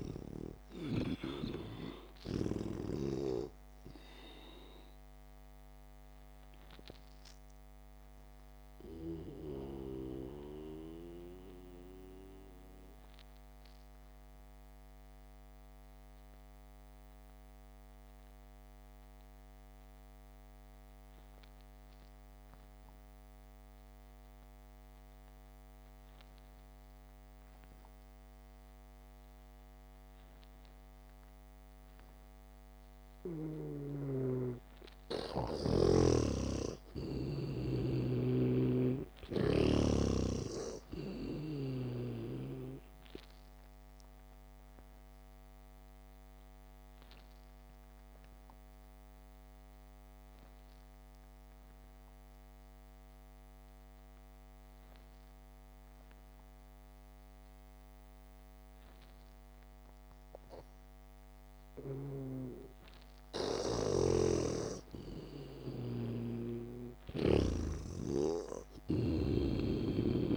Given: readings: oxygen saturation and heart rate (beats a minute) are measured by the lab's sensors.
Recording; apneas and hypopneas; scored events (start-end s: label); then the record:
breathing in sleep by a microphone on the trachea; 2
0.00-1.00 s: snoring (device-marked)
5.50-28.50 s: oxygen desaturation (device-marked, oxygen 95% before, 88% lowest, heart rate 57 before, 52 extreme)
12.50-35.00 s: mixed apnea (oxygen 97% before, 86% lowest, heart rate 55 before, 52 extreme, up 0 after)
14.50-16.50 s: long interval between heartbeats (device-marked, heart rate 55 before, 60 extreme)
36.50-40.00 s: arousal
37.00-40.50 s: snoring (device-marked)
38.50-67.50 s: oxygen desaturation (device-marked, oxygen 98% before, 86% lowest, heart rate 64 before, 52 extreme)
45.50-62.50 s: obstructive apnea (oxygen 98% before, 86% lowest, heart rate 61 before, 52 extreme)
66.50-70.00 s: snoring (device-marked)
68.50-70.36 s: arousal
From the record:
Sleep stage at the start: N2 (light sleep); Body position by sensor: on the back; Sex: male